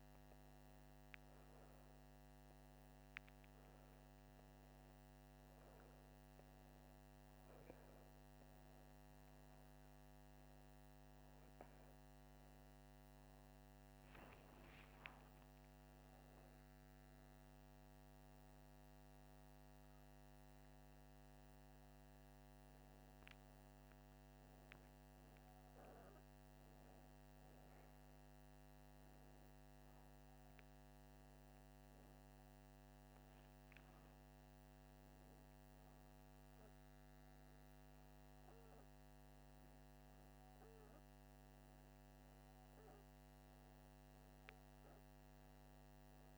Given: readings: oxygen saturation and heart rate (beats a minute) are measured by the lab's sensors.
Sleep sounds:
a person awake in a sleep study, hard to hear, by a microphone on the trachea; none
36.50-46.37 s: new sleep stage, N1 (lightest sleep)
From the record:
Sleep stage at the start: awake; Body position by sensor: upright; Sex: male

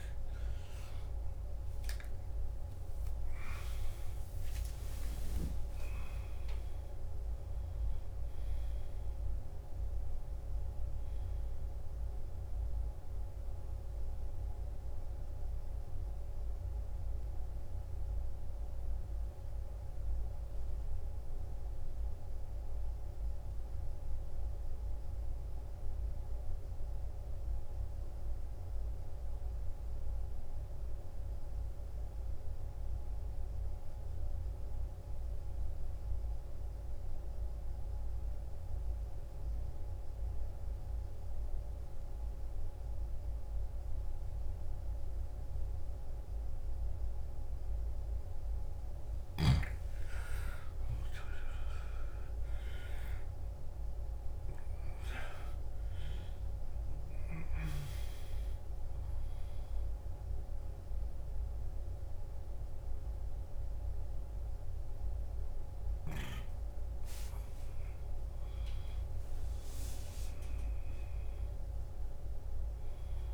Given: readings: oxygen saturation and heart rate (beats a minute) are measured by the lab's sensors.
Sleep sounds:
breathing in sleep, hard to hear, by a room microphone; 1
0.00-2.50 s: oxygen desaturation (device-marked, oxygen 88% lowest, heart rate 53 extreme)
13.50-49.50 s: obstructive apnea (oxygen 94% before, 87% lowest, heart rate 71 before, 53 extreme, up 14 after)
13.50-73.34 s: new sleep stage, N2 (light sleep)
38.50-73.34 s: oxygen desaturation (device-marked, oxygen 98% before, 89% lowest, heart rate 54 before, 54 extreme)
50.50-55.00 s: arousal
From the record:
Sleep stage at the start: N1 (lightest sleep); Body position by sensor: on the left side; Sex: male

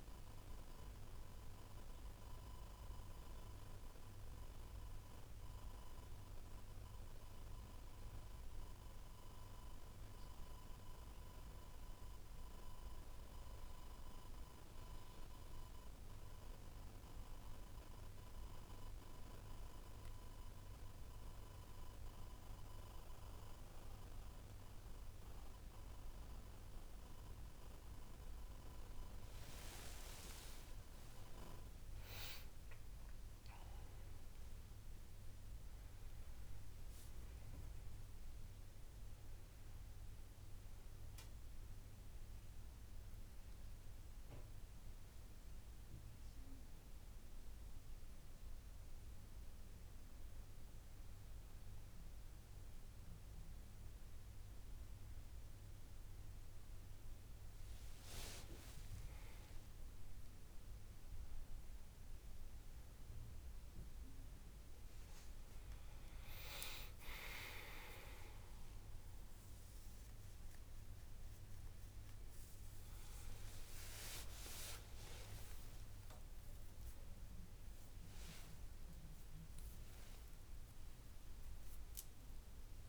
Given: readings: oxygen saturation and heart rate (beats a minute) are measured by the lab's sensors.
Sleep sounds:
breathing in sleep by a room microphone; none
27.00-30.50 s: arousal
66.50-82.89 s: new sleep stage, awake
From the record:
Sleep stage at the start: N2 (light sleep); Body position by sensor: on the back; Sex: male

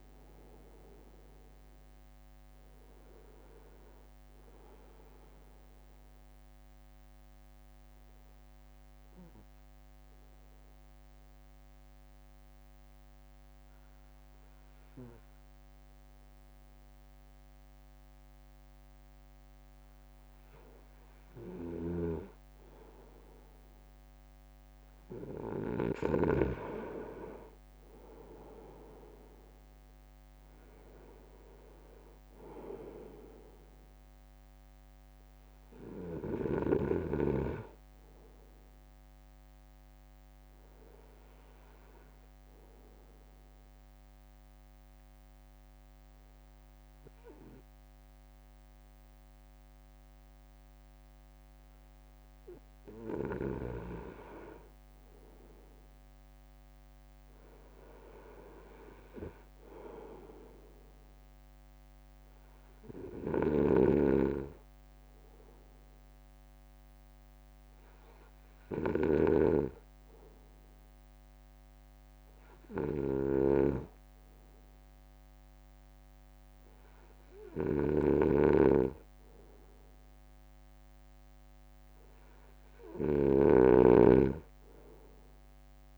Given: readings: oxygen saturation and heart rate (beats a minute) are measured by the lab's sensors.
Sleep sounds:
breathing in sleep by a microphone on the trachea; 3
6.00-21.00 s: obstructive apnea (oxygen 95% before, 92% lowest, heart rate 60 before, 51 extreme, up 2 after)
28.50-40.50 s: drop in pulse transit time (device-marked, heart rate 57 before, 51 extreme)
29.50-34.00 s: arousal
32.50-53.50 s: oxygen desaturation (device-marked, oxygen 96% before, 92% lowest, heart rate 57 before, 53 extreme)
40.50-53.50 s: obstructive apnea (oxygen 96% before, 92% lowest, heart rate 55 before, 53 extreme, up 5 after)
56.50-60.00 s: arousal
63.00-80.00 s: obstructive apnea (oxygen 96% before, 93% lowest, heart rate 58 before, 55 extreme, up 0 after)
73.50-85.98 s: snoring (device-marked)
81.50-84.50 s: arousal
From the record:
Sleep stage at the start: N2 (light sleep); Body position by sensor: on the front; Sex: male

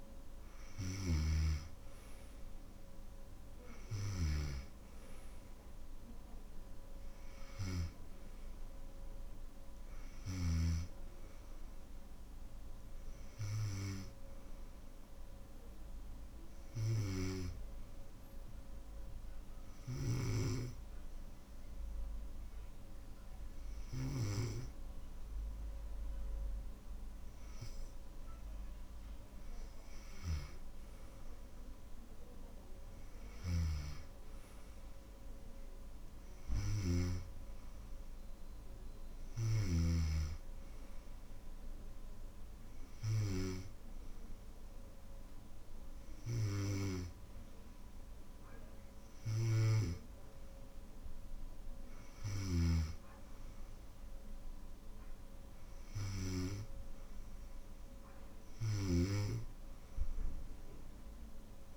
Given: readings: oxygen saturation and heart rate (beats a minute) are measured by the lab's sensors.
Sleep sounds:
breathing in sleep by a room microphone; 1
0.00-1.50 s: snoring (device-marked)
18.50-29.50 s: obstructive apnea (oxygen 96% before, 94% lowest, heart rate 63 before, 56 extreme, up 3 after)
31.50-35.50 s: arousal
From the record:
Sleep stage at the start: N2 (light sleep); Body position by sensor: on the back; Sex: male

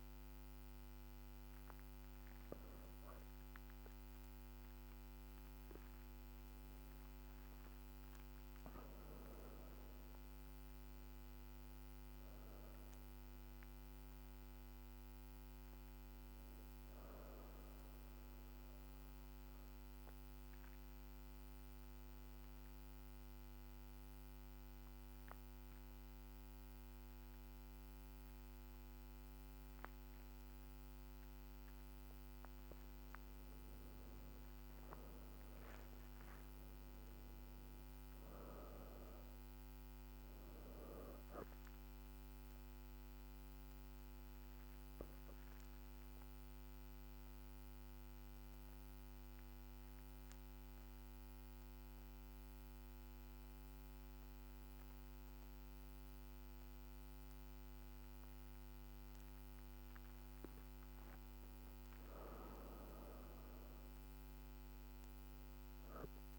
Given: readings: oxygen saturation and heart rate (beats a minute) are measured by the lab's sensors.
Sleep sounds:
breathing in sleep, hard to hear, by a microphone on the trachea; 2
0.00-12.00 s: oxygen desaturation (device-marked, oxygen 90% lowest, heart rate 49 extreme)
11.00-14.50 s: arousal
17.00-32.00 s: obstructive apnea (oxygen 98% before, 86% lowest, heart rate 53 before, 50 extreme, up 15 after)
32.00-54.00 s: oxygen desaturation (device-marked, oxygen 98% before, 86% lowest, heart rate 52 before, 50 extreme)
34.00-38.00 s: arousal
43.50-58.50 s: obstructive apnea (oxygen 98% before, 86% lowest, heart rate 57 before, 50 extreme, up 6 after)
61.00-65.00 s: arousal
From the record:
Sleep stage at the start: N2 (light sleep); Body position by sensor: on the back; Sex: female

